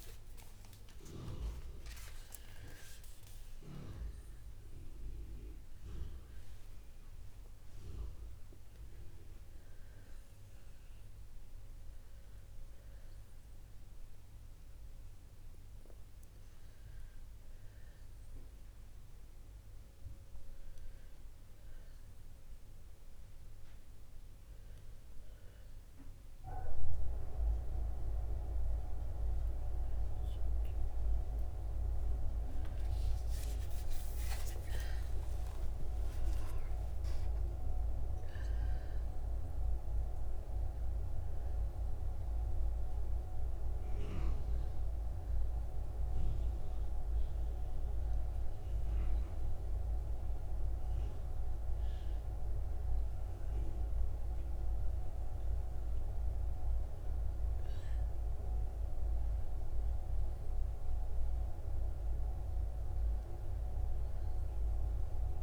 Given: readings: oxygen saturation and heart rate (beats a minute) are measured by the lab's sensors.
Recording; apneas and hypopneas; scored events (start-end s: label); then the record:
a person partly awake in a sleep study, by a room microphone; none
11.50-65.43 s: new sleep stage, N1 (lightest sleep)
32.00-37.00 s: arousal
From the record:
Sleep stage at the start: awake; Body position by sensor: on the back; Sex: female